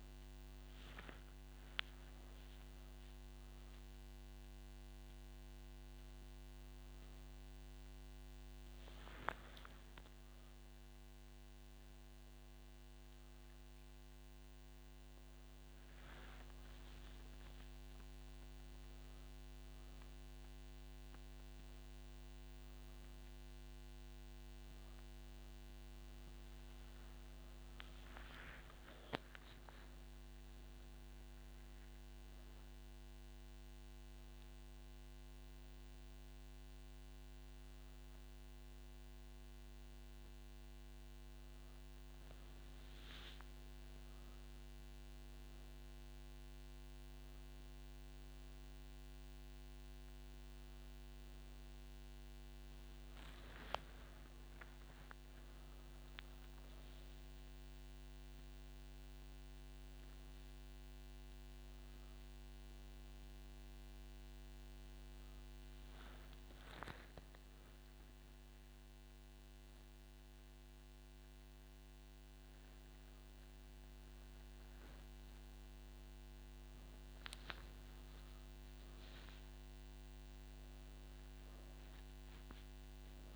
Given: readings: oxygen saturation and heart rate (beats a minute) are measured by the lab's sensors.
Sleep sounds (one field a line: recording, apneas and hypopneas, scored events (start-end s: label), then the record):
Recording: breathing in sleep by a microphone on the trachea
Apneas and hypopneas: none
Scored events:
none scored
From the record:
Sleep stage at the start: N1 (lightest sleep)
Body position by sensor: on the right side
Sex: female